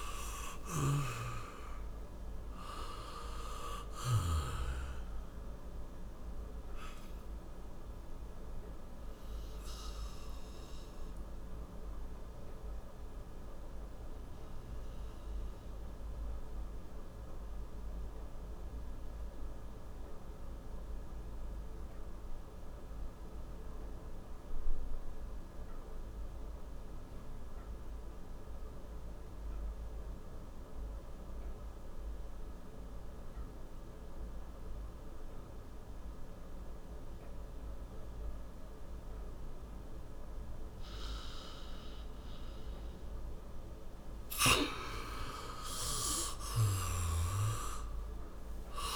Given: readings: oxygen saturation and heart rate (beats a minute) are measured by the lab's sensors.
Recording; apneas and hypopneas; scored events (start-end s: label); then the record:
breathing in sleep by a room microphone; 1
0.00-0.50 s: snoring (device-marked)
0.00-1.00 s: arousal
0.00-6.00 s: oxygen desaturation (device-marked, oxygen 97% before, 89% lowest, heart rate 63 before, 58 extreme)
12.00-42.00 s: obstructive apnea (oxygen 97% before, 88% lowest, heart rate 75 before, 57 extreme, up 10 after)
14.00-27.00 s: oxygen desaturation (device-marked, oxygen 94% before, 90% lowest, heart rate 75 before, 58 extreme)
44.00-48.96 s: oxygen desaturation (device-marked, oxygen 97% before, 88% lowest, heart rate 61 before, 57 extreme)
45.50-48.96 s: arousal
From the record:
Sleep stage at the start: N2 (light sleep); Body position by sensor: on the back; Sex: male